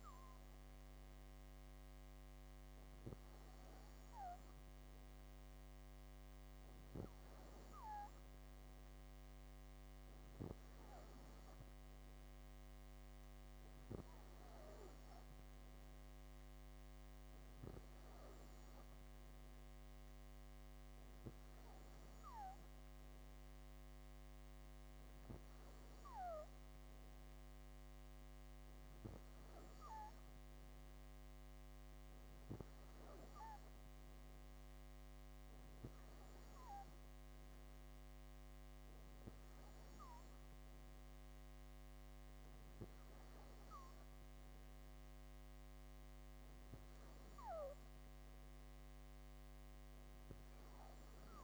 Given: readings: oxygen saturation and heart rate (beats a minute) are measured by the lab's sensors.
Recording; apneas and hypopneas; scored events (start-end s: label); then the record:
breathing in sleep by a microphone on the trachea; none
8.00-12.00 s: arousal
From the record:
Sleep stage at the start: N2 (light sleep); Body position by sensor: on the back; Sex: female